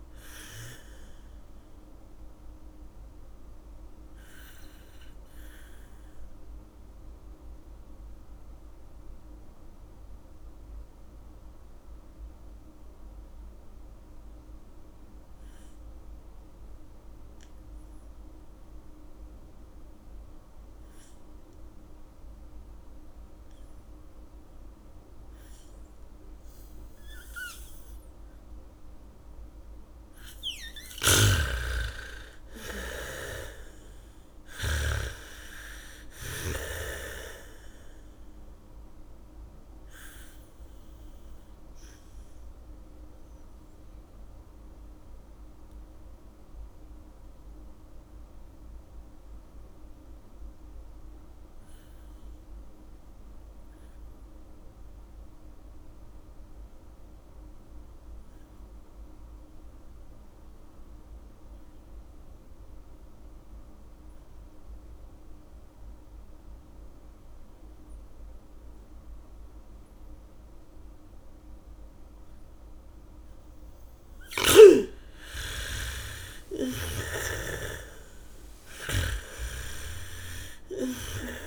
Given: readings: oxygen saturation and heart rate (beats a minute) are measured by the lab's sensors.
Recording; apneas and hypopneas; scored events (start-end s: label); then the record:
breathing in sleep by a room microphone; 2
0.00-17.50 s: oxygen desaturation (device-marked, oxygen 83% lowest, heart rate 43 extreme)
3.50-30.50 s: mixed apnea (oxygen 99% before, 83% lowest, heart rate 60 before, 43 extreme)
27.50-36.50 s: bradycardia (device-marked, heart rate 70 before, 47 extreme)
31.00-35.50 s: snoring (device-marked)
31.50-36.00 s: arousal
31.50-57.50 s: oxygen desaturation (device-marked, oxygen 99% before, 84% lowest, heart rate 73 before, 39 extreme)
44.00-74.00 s: mixed apnea (oxygen 99% before, 83% lowest, heart rate 60 before, 36 extreme)
67.50-81.47 s: oxygen desaturation (device-marked, oxygen 99% before, 83% lowest, heart rate 75 before, 36 extreme)
69.50-81.47 s: bradycardia (device-marked, heart rate 69 before, 39 extreme)
76.50-81.00 s: arousal
From the record:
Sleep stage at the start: N2 (light sleep); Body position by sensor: on the back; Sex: female